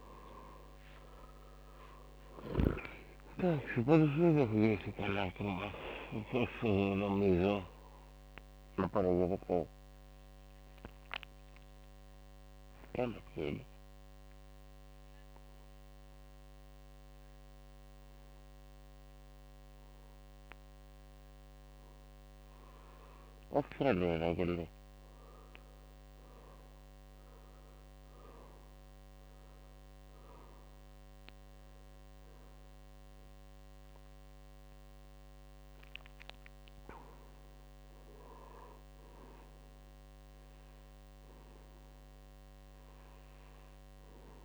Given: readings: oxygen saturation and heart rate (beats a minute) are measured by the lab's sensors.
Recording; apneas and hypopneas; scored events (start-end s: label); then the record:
a person partly awake in a sleep study, by a microphone on the trachea; 1
3.00-44.45 s: new sleep stage, N1 (lightest sleep)
8.50-22.50 s: obstructive apnea (oxygen 96% before, 92% lowest, heart rate 89 before, 81 extreme, up 0 after)
23.50-26.50 s: arousal
From the record:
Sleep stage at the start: awake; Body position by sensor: on the back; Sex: male